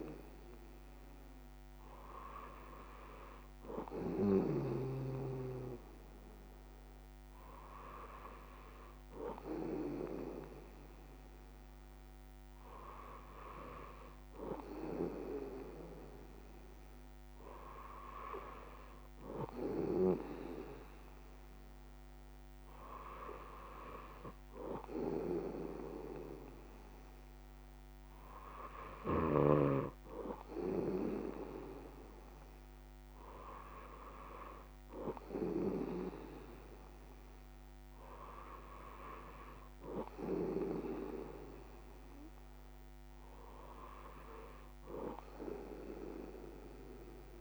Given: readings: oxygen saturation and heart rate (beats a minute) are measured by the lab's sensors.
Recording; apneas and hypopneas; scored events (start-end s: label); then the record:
breathing in sleep by a microphone on the trachea; none
none scored
From the record:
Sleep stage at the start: N2 (light sleep); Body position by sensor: on the back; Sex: male